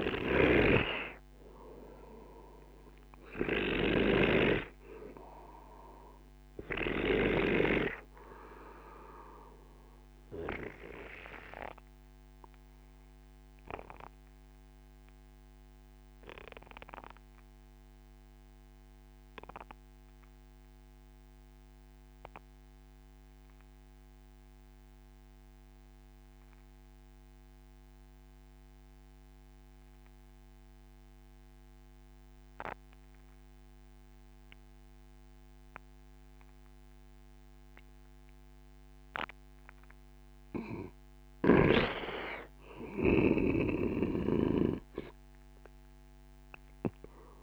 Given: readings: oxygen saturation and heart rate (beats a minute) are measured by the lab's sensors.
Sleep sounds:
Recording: breathing in sleep by a microphone on the trachea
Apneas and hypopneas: 1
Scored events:
0.00-4.00 s: snoring (device-marked)
7.50-39.00 s: obstructive apnea (oxygen 98% before, 92% lowest, heart rate 57 before, 49 extreme, up 13 after)
39.00-47.43 s: oxygen desaturation (device-marked, oxygen 97% before, 92% lowest, heart rate 65 before, 46 extreme)
41.00-44.50 s: snoring (device-marked)
42.50-46.50 s: arousal
From the record:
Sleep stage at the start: N2 (light sleep)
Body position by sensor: on the right side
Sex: male

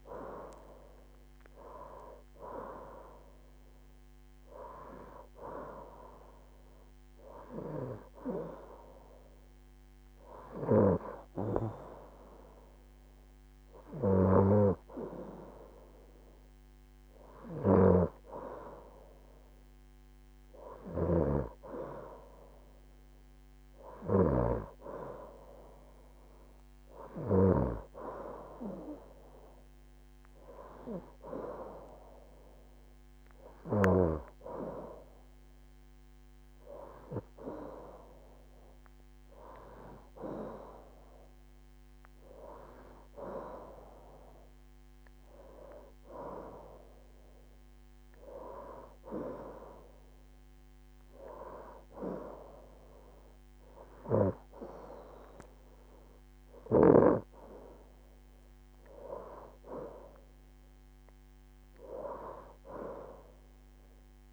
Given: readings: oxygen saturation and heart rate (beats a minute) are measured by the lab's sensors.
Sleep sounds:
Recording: breathing in sleep by a microphone on the trachea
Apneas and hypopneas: none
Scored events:
none scored
From the record:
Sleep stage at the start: N2 (light sleep)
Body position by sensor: on the right side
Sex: female

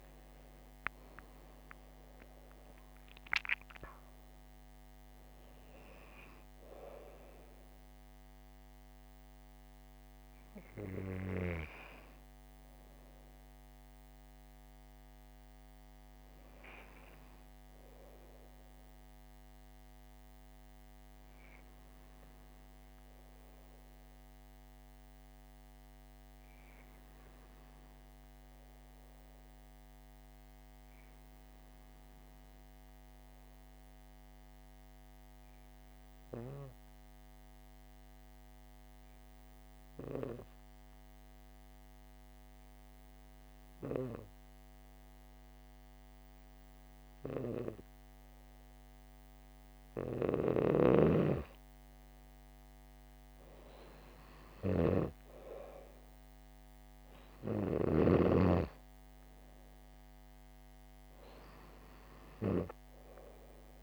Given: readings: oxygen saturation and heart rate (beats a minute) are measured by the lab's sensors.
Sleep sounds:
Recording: breathing in sleep by a microphone on the trachea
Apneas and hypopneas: 1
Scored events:
3.00-8.00 s: arousal
25.00-50.00 s: hypopnea (oxygen 96% before, 95% lowest, heart rate 68 before, 63 extreme, up 5 after)
51.00-58.50 s: snoring (device-marked)
52.50-56.00 s: arousal
From the record:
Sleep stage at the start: N2 (light sleep)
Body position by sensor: on the back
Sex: female

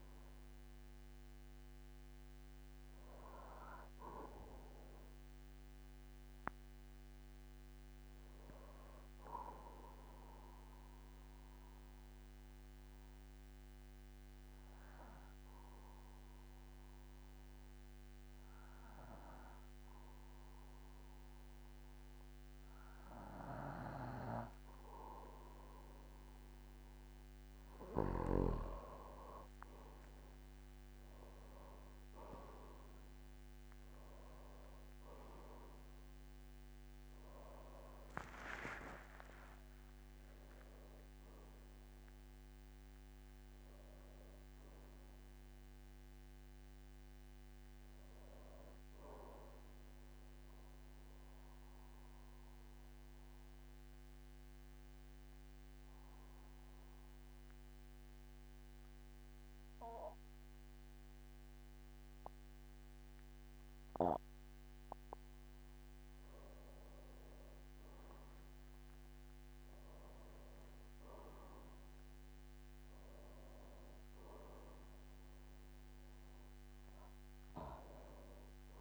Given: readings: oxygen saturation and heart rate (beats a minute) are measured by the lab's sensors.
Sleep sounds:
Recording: breathing in sleep by a microphone on the trachea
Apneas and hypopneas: 2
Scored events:
0.00-4.00 s: oxygen desaturation (device-marked, oxygen 93% lowest, heart rate 45 extreme)
10.50-26.00 s: obstructive apnea (oxygen 98% before, 92% lowest, heart rate 72 before, 46 extreme)
29.00-36.00 s: tachycardia (device-marked, heart rate 65 before, 152 extreme)
30.00-60.00 s: oxygen desaturation (device-marked, oxygen 98% before, 92% lowest, heart rate 47 before, 49 extreme)
33.00-38.00 s: arousal
34.00-36.00 s: long interval between heartbeats (device-marked, heart rate 58 before, 149 extreme)
37.00-39.00 s: tachycardia (device-marked, heart rate 66 before, 125 extreme)
39.00-41.00 s: long interval between heartbeats (device-marked, heart rate 80 before, 98 extreme)
50.50-65.50 s: obstructive apnea (oxygen 98% before, 91% lowest, heart rate 100 before, 49 extreme)
67.00-72.00 s: tachycardia (device-marked, heart rate 67 before, 117 extreme)
67.50-71.00 s: arousal
70.50-72.50 s: long interval between heartbeats (device-marked, heart rate 54 before, 101 extreme)
75.00-78.81 s: oxygen desaturation (device-marked, oxygen 98% before, 94% lowest, heart rate 69 before, 49 extreme)
From the record:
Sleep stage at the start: N2 (light sleep)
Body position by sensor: on the back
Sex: male

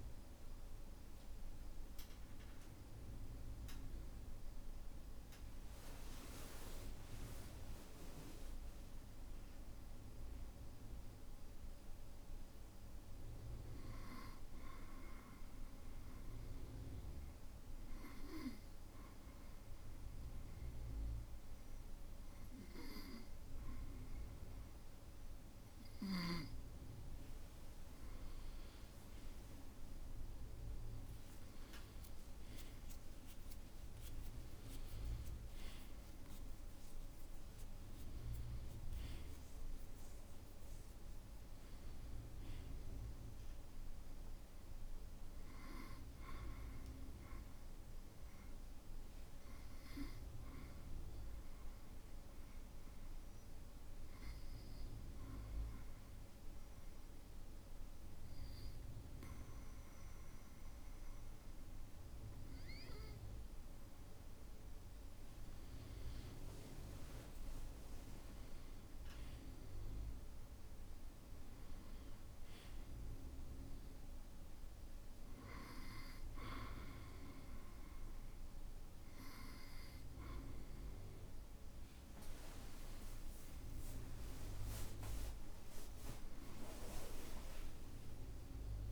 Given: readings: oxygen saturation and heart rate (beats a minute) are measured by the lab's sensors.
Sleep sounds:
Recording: breathing in sleep by a room microphone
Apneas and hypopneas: 2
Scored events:
6.00-10.50 s: arousal
15.00-26.50 s: obstructive apnea (oxygen 98% before, 94% lowest, heart rate 60 before, 56 extreme, up 7 after)
29.50-34.00 s: arousal
47.50-62.50 s: obstructive apnea (oxygen 97% before, 94% lowest, heart rate 62 before, 56 extreme, up 5 after)
66.50-71.00 s: arousal
72.50-88.92 s: oxygen desaturation (device-marked, oxygen 98% before, 94% lowest, heart rate 58 before, 54 extreme)
From the record:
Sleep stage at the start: N2 (light sleep)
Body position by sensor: on the back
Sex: male

